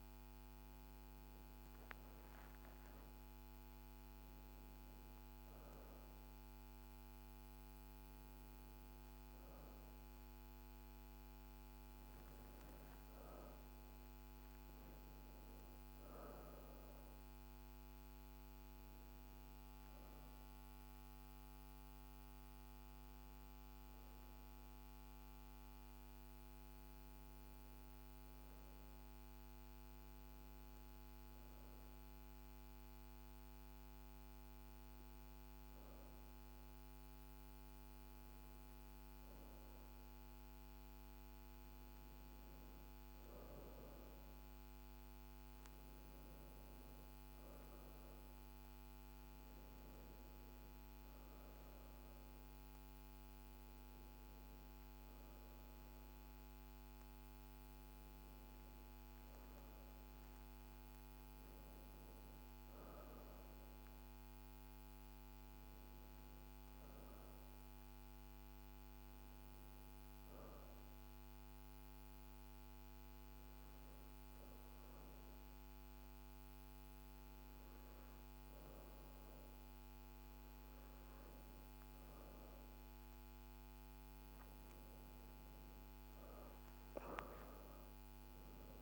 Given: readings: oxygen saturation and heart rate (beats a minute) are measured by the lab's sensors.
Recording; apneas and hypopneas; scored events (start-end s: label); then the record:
breathing in sleep, hard to hear, by a microphone on the trachea; 2
0.00-6.50 s: oxygen desaturation (device-marked, oxygen 93% lowest, heart rate 54 extreme)
32.00-45.50 s: obstructive apnea (oxygen 96% before, 90% lowest, heart rate 56 before, 55 extreme, up 3 after)
48.50-53.50 s: arousal
48.50-65.50 s: oxygen desaturation (device-marked, oxygen 94% before, 90% lowest, heart rate 56 before, 54 extreme)
70.50-81.50 s: obstructive apnea (oxygen 95% before, 90% lowest, heart rate 56 before, 53 extreme, up 31 after)
84.00-88.00 s: arousal
85.50-88.82 s: oxygen desaturation (device-marked, oxygen 95% before, 90% lowest, heart rate 56 before, 53 extreme)
From the record:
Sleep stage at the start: N2 (light sleep); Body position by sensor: on the back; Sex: female